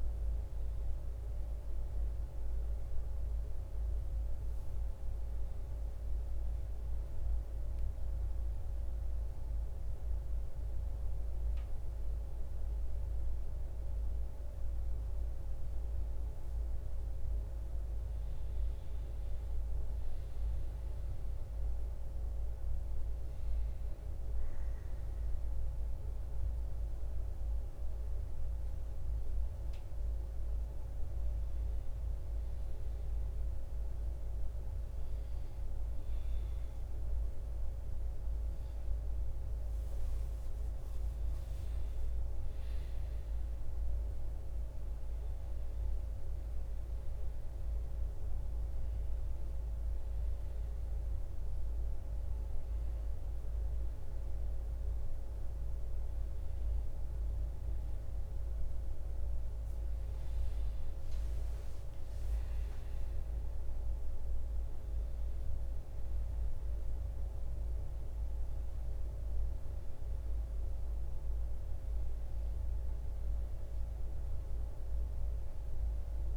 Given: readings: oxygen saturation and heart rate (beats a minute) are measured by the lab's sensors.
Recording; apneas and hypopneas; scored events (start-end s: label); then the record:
breathing in sleep, hard to hear, by a room microphone; 2
0.00-3.00 s: oxygen desaturation (device-marked, oxygen 94% lowest, heart rate 55 extreme)
7.00-18.00 s: central apnea (oxygen 97% before, 91% lowest, heart rate 71 before, 55 extreme, up 5 after)
19.50-22.00 s: arousal
24.00-38.00 s: oxygen desaturation (device-marked, oxygen 97% before, 92% lowest, heart rate 57 before, 58 extreme)
26.00-39.50 s: hypopnea (oxygen 97% before, 91% lowest, heart rate 57 before, 60 extreme, up 8 after)
41.50-45.50 s: arousal
45.00-64.00 s: oxygen desaturation (device-marked, oxygen 94% before, 91% lowest, heart rate 61 before, 58 extreme)
46.00-76.36 s: new sleep stage, N1 (lightest sleep)
From the record:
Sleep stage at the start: N2 (light sleep); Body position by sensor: on the back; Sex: male